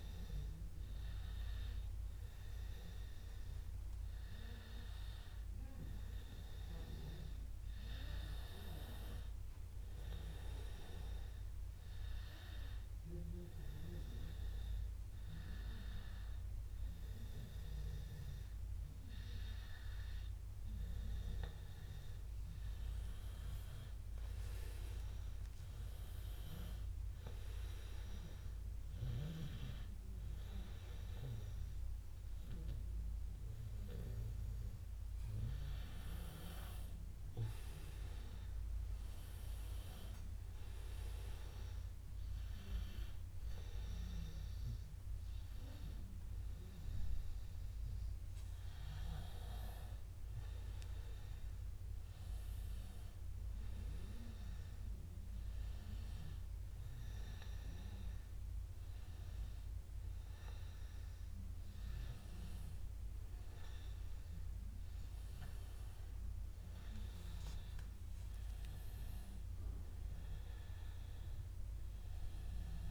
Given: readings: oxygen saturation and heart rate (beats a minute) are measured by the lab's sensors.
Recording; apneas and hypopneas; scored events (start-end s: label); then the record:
breathing in sleep by a room microphone; 1
4.50-8.50 s: arousal
12.50-23.00 s: hypopnea (oxygen 96% before, 94% lowest, heart rate 96 before, 93 extreme, up 2 after)
25.50-29.50 s: arousal
From the record:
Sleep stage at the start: N2 (light sleep); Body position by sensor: on the back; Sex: male